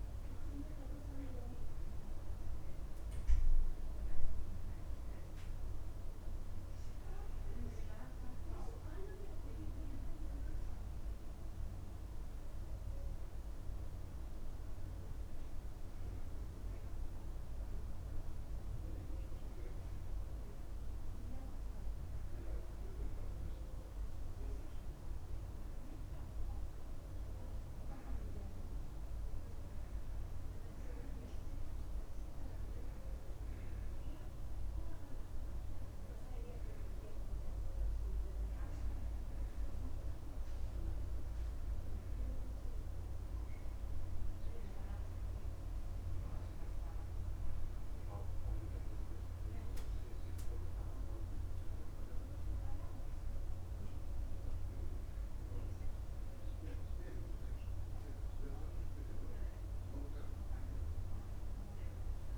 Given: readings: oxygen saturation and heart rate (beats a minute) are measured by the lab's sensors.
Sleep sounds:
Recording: breathing in sleep, hard to hear, by a room microphone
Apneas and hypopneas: none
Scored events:
none scored
From the record:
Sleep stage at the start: N2 (light sleep)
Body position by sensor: on the back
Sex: male

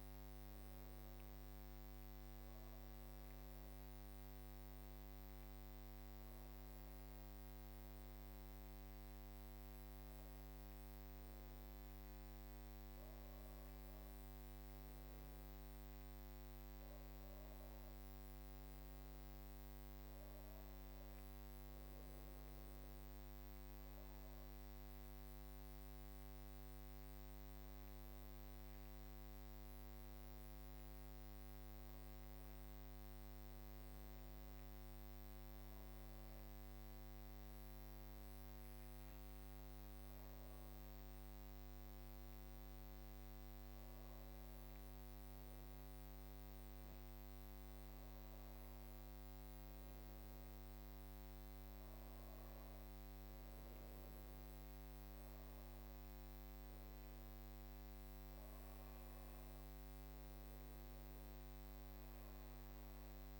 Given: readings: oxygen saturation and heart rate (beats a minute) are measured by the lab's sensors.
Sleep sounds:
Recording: breathing in sleep, hard to hear, by a microphone on the trachea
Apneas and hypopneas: none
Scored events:
24.00-28.50 s: arousal
From the record:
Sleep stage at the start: N2 (light sleep)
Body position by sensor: on the back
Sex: female

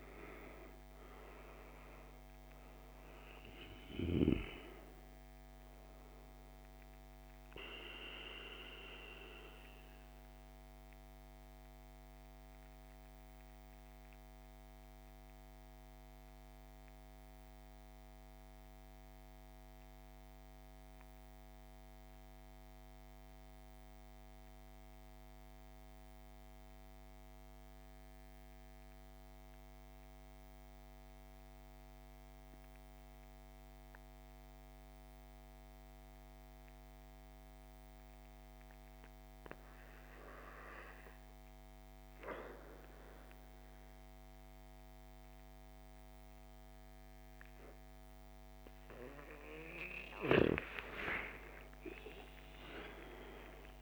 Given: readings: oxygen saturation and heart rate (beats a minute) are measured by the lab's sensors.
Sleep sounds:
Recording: breathing in sleep by a microphone on the trachea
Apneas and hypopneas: 1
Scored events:
0.00-1.00 s: arousal
0.00-28.00 s: oxygen desaturation (device-marked, oxygen 81% lowest, heart rate 50 extreme)
7.50-49.50 s: obstructive apnea (oxygen 99% before, 81% lowest, heart rate 63 before, 50 extreme, up 18 after)
19.00-53.82 s: new sleep stage, REM sleep
50.00-53.82 s: oxygen desaturation (device-marked, oxygen 97% before, 81% lowest, heart rate 56 before, 52 extreme)
50.50-53.82 s: arousal
From the record:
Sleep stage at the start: N2 (light sleep)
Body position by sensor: on the right side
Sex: male

